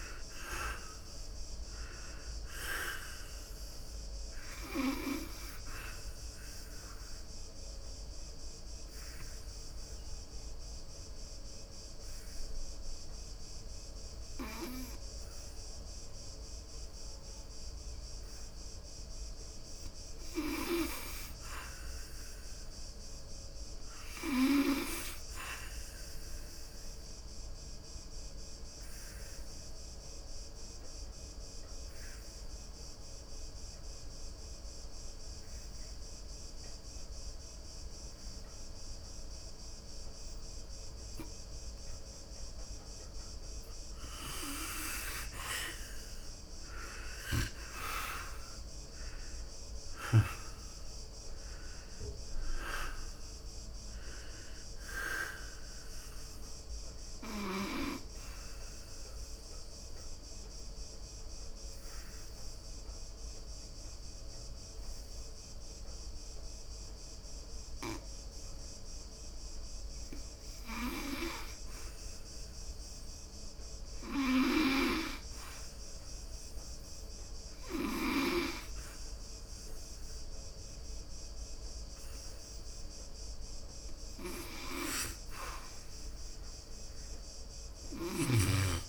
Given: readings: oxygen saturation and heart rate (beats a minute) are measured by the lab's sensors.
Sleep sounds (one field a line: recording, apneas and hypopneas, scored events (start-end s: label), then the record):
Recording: breathing in sleep by a room microphone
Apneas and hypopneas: 3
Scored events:
0.00-2.00 s: arousal
4.00-27.00 s: oxygen desaturation (device-marked, oxygen 93% before, 82% lowest, heart rate 70 before, 62 extreme)
5.50-18.50 s: obstructive apnea (oxygen 98% before, 80% lowest, heart rate 70 before, 63 extreme)
21.00-23.50 s: arousal
27.50-44.50 s: obstructive apnea (oxygen 93% before, 80% lowest, heart rate 73 before, 62 extreme, up 21 after)
33.00-53.00 s: oxygen desaturation (device-marked, oxygen 97% before, 87% lowest, heart rate 71 before, 62 extreme)
48.50-52.50 s: arousal
58.50-70.50 s: obstructive apnea (oxygen 97% before, 80% lowest, heart rate 72 before, 66 extreme, up 3 after)
70.00-80.00 s: oxygen desaturation (device-marked, oxygen 92% before, 80% lowest, heart rate 78 before, 66 extreme)
82.00-86.00 s: arousal
From the record:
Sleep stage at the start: N2 (light sleep)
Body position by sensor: on the back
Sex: male